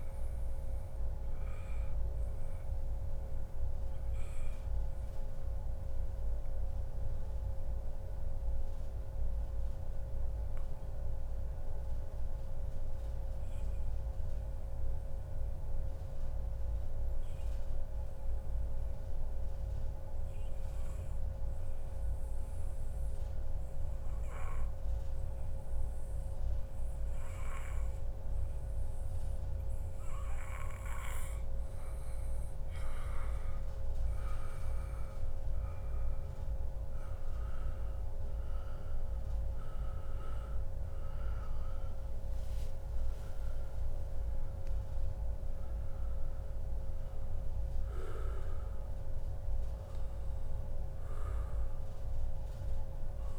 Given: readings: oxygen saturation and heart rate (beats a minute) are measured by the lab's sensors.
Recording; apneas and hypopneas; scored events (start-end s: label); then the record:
breathing in sleep, hard to hear, by a room microphone; 1
2.50-30.50 s: obstructive apnea (oxygen 98% before, 94% lowest, heart rate 142 before, 96 extreme, up 3 after)
4.00-6.00 s: long interval between heartbeats (device-marked, heart rate 142 before, 131 extreme)
9.00-11.00 s: long interval between heartbeats (device-marked, heart rate 137 before, 96 extreme)
29.50-31.50 s: long interval between heartbeats (device-marked, heart rate 133 before, 129 extreme)
37.50-42.00 s: arousal
From the record:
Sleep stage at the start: N2 (light sleep); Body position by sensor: on the back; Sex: male